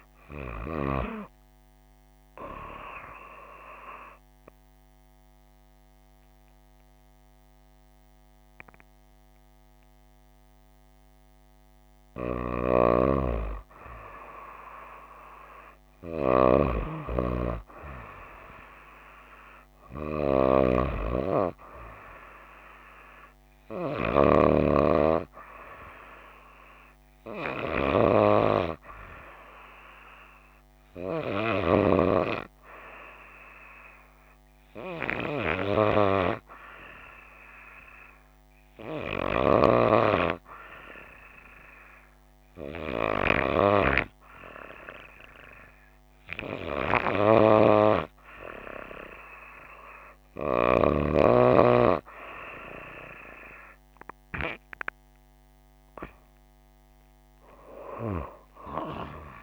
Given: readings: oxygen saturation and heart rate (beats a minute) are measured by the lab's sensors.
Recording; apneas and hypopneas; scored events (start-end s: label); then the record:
breathing in sleep by a microphone on the trachea; 2
3.50-13.50 s: obstructive apnea (oxygen 96% before, 93% lowest, heart rate 62 before, 55 extreme)
16.00-18.50 s: arousal
35.50-50.50 s: hypopnea (oxygen 95% before, 93% lowest, heart rate 59 before, 56 extreme, up 2 after)
From the record:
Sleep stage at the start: N2 (light sleep); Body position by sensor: on the right side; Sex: female